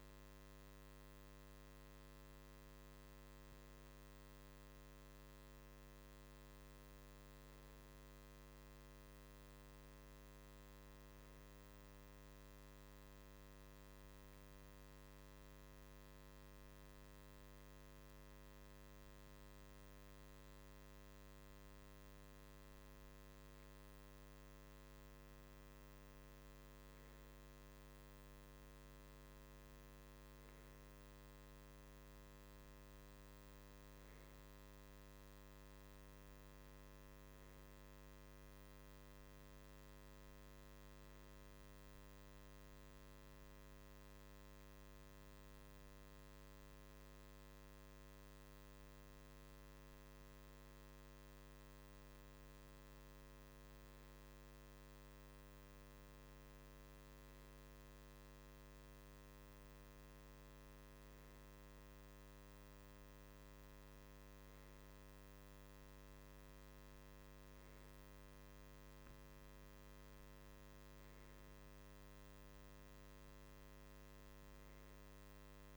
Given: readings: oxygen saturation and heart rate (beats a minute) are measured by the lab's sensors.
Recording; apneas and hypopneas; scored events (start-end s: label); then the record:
breathing in sleep, hard to hear, by a microphone on the trachea; none
25.00-29.50 s: arousal
From the record:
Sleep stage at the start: REM sleep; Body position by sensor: on the right side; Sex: male